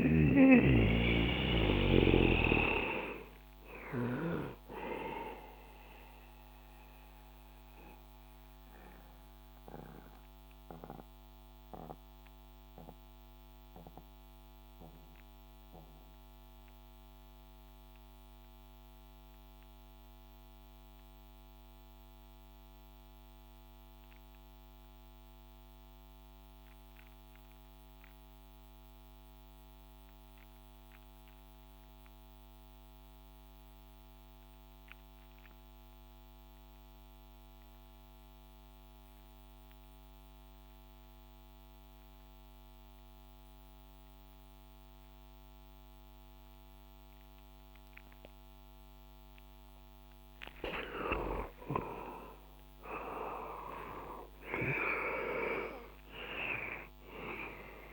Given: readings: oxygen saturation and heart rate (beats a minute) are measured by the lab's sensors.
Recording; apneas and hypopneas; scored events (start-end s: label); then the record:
breathing in sleep by a microphone on the trachea; 1
0.00-20.00 s: oxygen desaturation (device-marked, oxygen 82% lowest, heart rate 56 extreme)
6.50-50.00 s: mixed apnea (oxygen 99% before, 82% lowest, heart rate 68 before, 54 extreme, up 20 after)
38.00-57.93 s: oxygen desaturation (device-marked, oxygen 98% before, 82% lowest, heart rate 62 before, 54 extreme)
51.50-57.00 s: arousal
From the record:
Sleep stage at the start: REM sleep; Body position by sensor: on the back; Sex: male